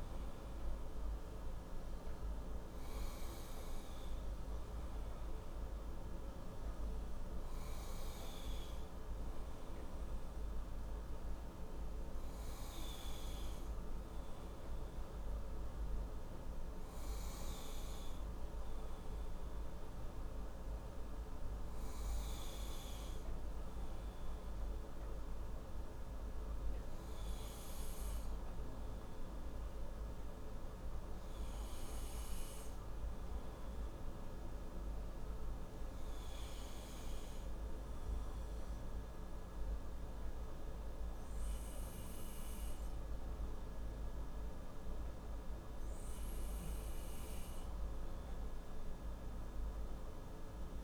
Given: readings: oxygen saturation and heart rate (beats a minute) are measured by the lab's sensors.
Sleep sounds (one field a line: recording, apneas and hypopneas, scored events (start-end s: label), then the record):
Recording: breathing in sleep, hard to hear, by a room microphone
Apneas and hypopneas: none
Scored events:
none scored
From the record:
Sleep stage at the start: N1 (lightest sleep)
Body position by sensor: on the right side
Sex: male